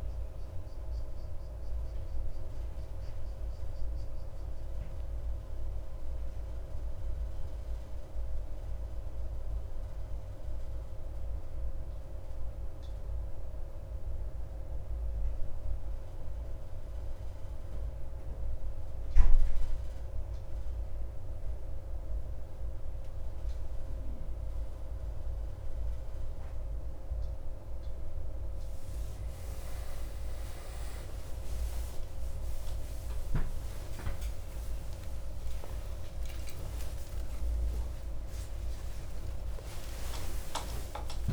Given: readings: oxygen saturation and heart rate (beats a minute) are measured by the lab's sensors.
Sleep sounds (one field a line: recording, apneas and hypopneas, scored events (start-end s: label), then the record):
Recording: a person partly awake in a sleep study, hard to hear, by a room microphone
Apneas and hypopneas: none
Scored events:
30.50-41.33 s: new sleep stage, awake
From the record:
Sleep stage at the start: N1 (lightest sleep)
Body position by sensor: on the back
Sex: male